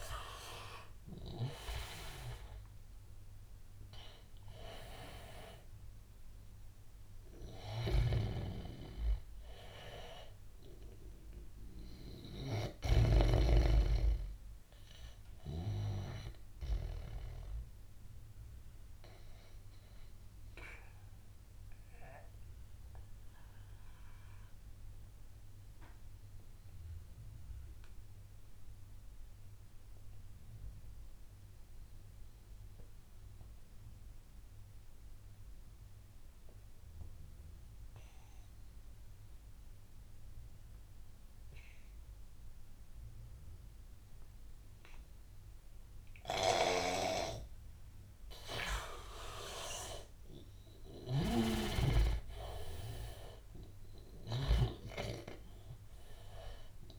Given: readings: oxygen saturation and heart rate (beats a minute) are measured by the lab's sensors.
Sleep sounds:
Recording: breathing in sleep by a room microphone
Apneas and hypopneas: 1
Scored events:
0.00-2.50 s: arousal
0.00-24.50 s: oxygen desaturation (device-marked, oxygen 86% lowest, heart rate 75 extreme)
7.50-17.00 s: snoring (device-marked)
14.50-46.50 s: obstructive apnea (oxygen 97% before, 84% lowest, heart rate 86 before, 75 extreme, up 10 after)
41.50-56.99 s: oxygen desaturation (device-marked, oxygen 99% before, 84% lowest, heart rate 81 before, 79 extreme)
50.00-54.50 s: arousal
50.50-56.99 s: snoring (device-marked)
From the record:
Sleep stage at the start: N2 (light sleep)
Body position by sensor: on the back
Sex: male

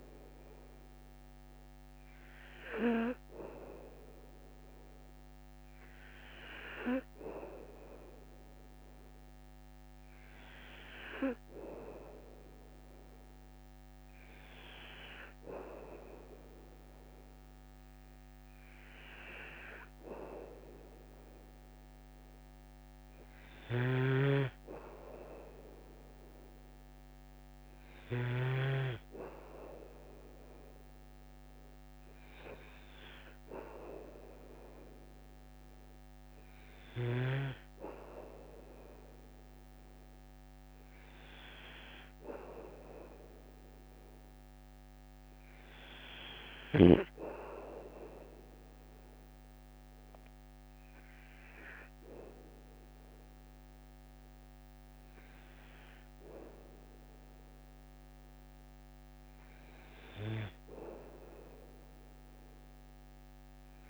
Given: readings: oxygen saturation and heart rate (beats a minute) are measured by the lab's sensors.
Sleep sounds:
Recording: breathing in sleep by a microphone on the trachea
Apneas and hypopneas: none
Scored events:
23.50-28.50 s: snoring (device-marked)
From the record:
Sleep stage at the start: N2 (light sleep)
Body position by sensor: on the back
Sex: male

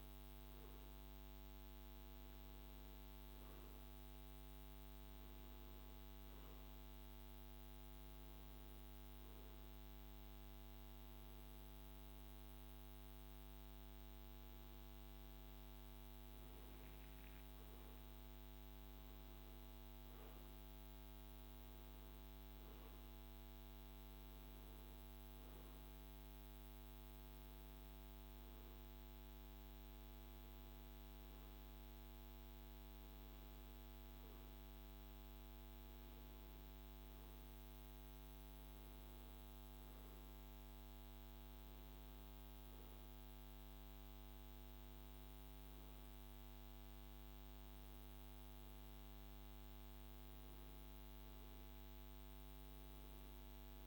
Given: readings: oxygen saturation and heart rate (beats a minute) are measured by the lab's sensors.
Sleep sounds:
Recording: breathing in sleep, hard to hear, by a microphone on the trachea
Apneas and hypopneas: none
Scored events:
42.50-53.87 s: new sleep stage, N2 (light sleep)
From the record:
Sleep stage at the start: N1 (lightest sleep)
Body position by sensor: on the right side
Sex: male

